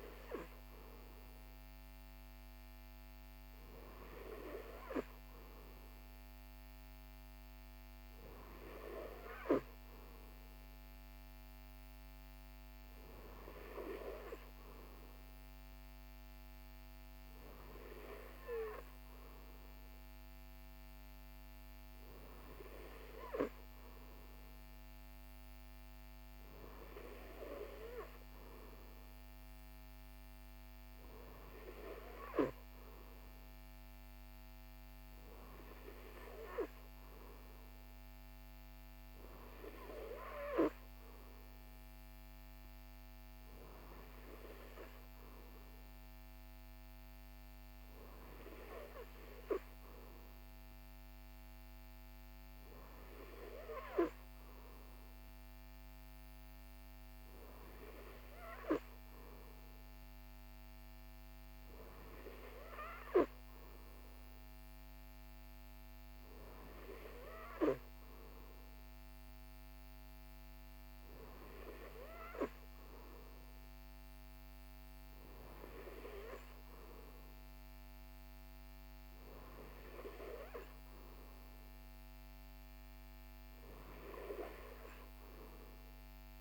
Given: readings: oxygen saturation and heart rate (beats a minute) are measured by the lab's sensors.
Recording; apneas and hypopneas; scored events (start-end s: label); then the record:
breathing in sleep by a microphone on the trachea; none
none scored
From the record:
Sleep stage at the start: N3 (deep sleep); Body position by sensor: on the right side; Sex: male